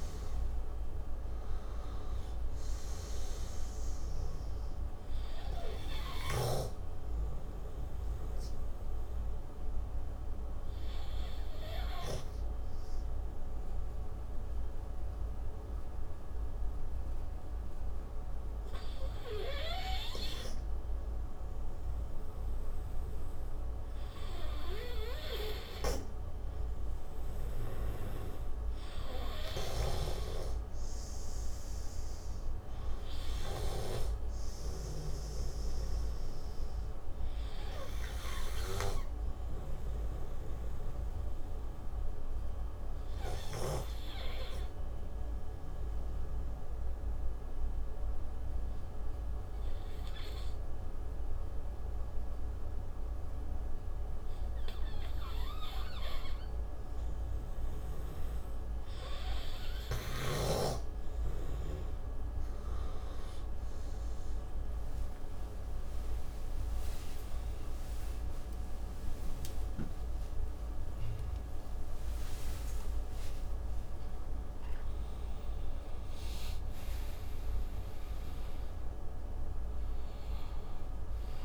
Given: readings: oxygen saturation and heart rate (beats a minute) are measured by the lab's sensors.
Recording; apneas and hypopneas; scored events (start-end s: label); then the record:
a person partly awake in a sleep study, by a room microphone; 2
0.00-1.50 s: arousal
0.00-8.00 s: oxygen desaturation (device-marked, oxygen 90% lowest)
14.50-28.50 s: obstructive apnea (oxygen 98% before, 91% lowest)
30.50-34.00 s: arousal
36.00-54.00 s: oxygen desaturation (device-marked, oxygen 98% before, 91% lowest)
41.00-58.00 s: obstructive apnea (oxygen 98% before, 91% lowest)
60.00-81.45 s: new sleep stage, awake
62.00-69.00 s: tachycardia (device-marked)
68.00-74.00 s: oxygen desaturation (device-marked, oxygen 98% before, 92% lowest)
From the record:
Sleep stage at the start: N2 (light sleep); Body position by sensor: on the right side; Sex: male